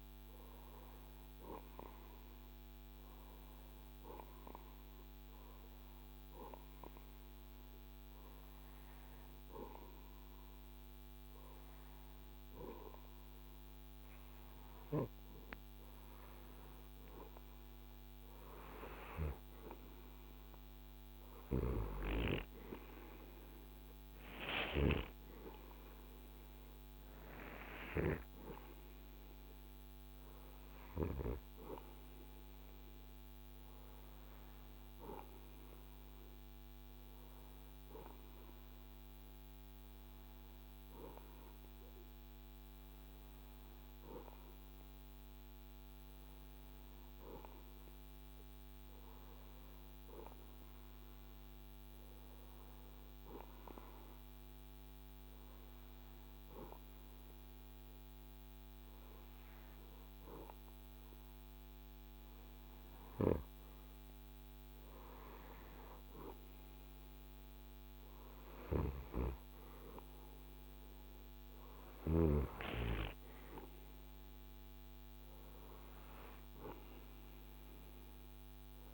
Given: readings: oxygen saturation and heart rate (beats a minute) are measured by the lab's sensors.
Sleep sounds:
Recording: breathing in sleep by a microphone on the trachea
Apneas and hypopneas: 2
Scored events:
1.50-13.50 s: hypopnea (oxygen 96% before, 95% lowest, heart rate 74 before, 65 extreme, up 3 after)
17.00-22.00 s: arousal
38.00-61.00 s: hypopnea (oxygen 96% before, 95% lowest, heart rate 72 before, 61 extreme, up 7 after)
From the record:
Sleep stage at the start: REM sleep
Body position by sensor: on the right side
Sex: male

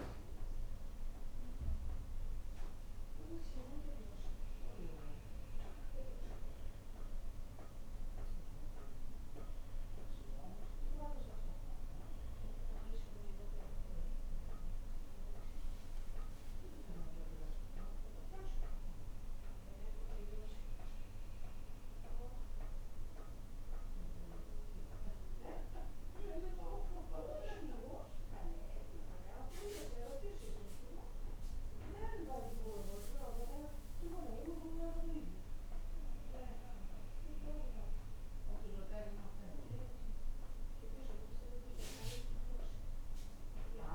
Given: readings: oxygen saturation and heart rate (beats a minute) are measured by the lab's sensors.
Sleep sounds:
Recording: a person awake in a sleep study, by a room microphone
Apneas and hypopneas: none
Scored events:
11.00-41.00 s: new sleep stage, awake
41.00-43.95 s: new sleep stage, N1 (lightest sleep)
From the record:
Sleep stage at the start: N1 (lightest sleep)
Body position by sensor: on the right side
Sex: female

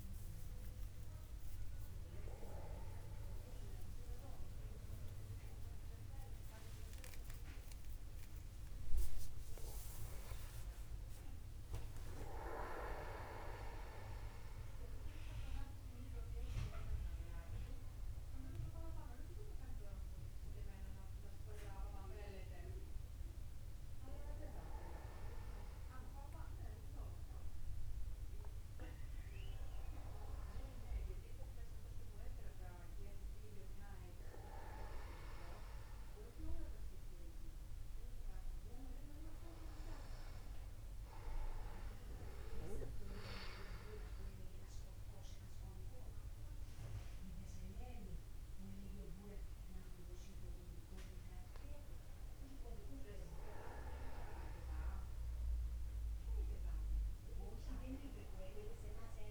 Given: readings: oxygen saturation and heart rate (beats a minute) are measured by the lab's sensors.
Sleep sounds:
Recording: a person awake in a sleep study, by a room microphone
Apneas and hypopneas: none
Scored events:
0.00-2.00 s: long interval between heartbeats (device-marked, heart rate 58 before, 110 extreme)
2.50-4.50 s: long interval between heartbeats (device-marked, heart rate 64 before, 77 extreme)
5.00-7.00 s: long interval between heartbeats (device-marked, heart rate 69 before, 78 extreme)
9.00-11.00 s: long interval between heartbeats (device-marked, heart rate 76 before, 99 extreme)
12.00-14.00 s: long interval between heartbeats (device-marked, heart rate 84 before, 89 extreme)
35.00-59.31 s: new sleep stage, N1 (lightest sleep)
From the record:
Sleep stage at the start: awake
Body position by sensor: upright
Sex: male

